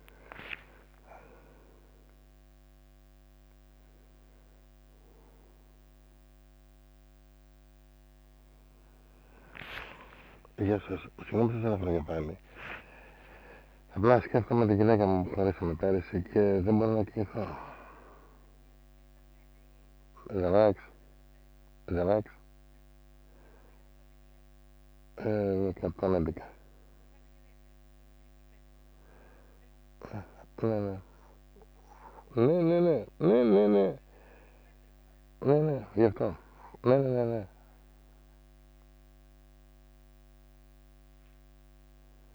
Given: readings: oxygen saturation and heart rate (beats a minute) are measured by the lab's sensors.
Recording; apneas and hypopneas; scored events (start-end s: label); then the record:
a person awake in a sleep study, by a microphone on the trachea; none
14.50-25.50 s: drop in pulse transit time (device-marked, heart rate 96 before, 93 extreme)
17.50-27.50 s: oxygen desaturation (device-marked, oxygen 97% before, 94% lowest, heart rate 95 before, 93 extreme)
33.00-36.50 s: snoring (device-marked)
From the record:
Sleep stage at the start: awake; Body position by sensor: on the right side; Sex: male